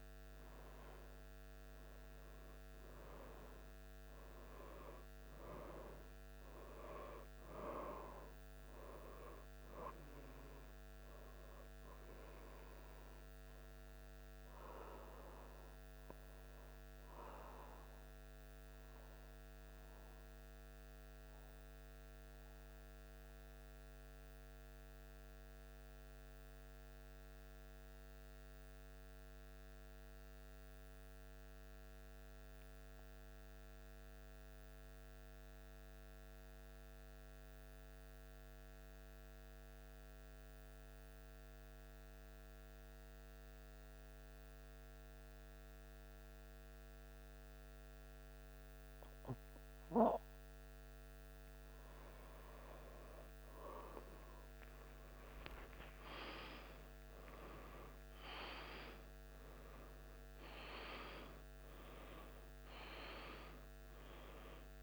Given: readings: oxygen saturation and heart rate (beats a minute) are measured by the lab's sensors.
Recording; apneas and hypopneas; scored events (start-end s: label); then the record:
breathing in sleep by a microphone on the trachea; 1
17.00-49.50 s: obstructive apnea (oxygen 97% before, 93% lowest, heart rate 77 before, 72 extreme, up 1 after)
53.00-58.00 s: arousal
55.50-64.83 s: new sleep stage, N1 (lightest sleep)
From the record:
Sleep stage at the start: N2 (light sleep); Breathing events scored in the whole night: 195 in 3.5 hours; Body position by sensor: on the back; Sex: male